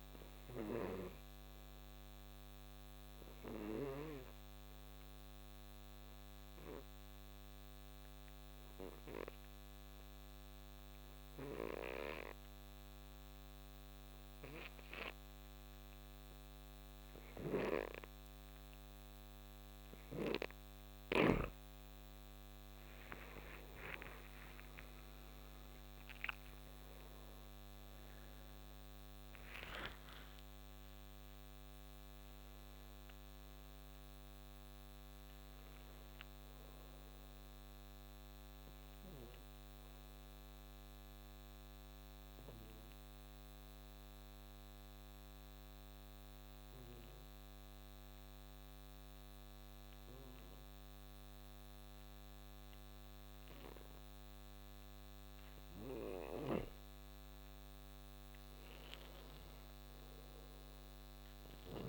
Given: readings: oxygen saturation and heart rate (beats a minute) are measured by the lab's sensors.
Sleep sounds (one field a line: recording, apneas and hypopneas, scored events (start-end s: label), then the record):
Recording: breathing in sleep by a microphone on the trachea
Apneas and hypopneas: 2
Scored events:
0.00-9.50 s: oxygen desaturation (device-marked, oxygen 89% lowest, heart rate 64 extreme)
2.00-21.50 s: obstructive apnea (oxygen 96% before, 86% lowest, heart rate 69 before, 57 extreme, up 30 after)
22.50-45.50 s: oxygen desaturation (device-marked, oxygen 95% before, 86% lowest, heart rate 67 before, 57 extreme)
23.00-29.00 s: arousal
40.00-55.00 s: obstructive apnea (oxygen 95% before, 88% lowest, heart rate 78 before, 60 extreme, up 8 after)
56.50-60.50 s: arousal
60.50-61.88 s: oxygen desaturation (device-marked, oxygen 96% before, 89% lowest, heart rate 62 before, 60 extreme)
From the record:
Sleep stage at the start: N2 (light sleep)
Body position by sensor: on the right side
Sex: male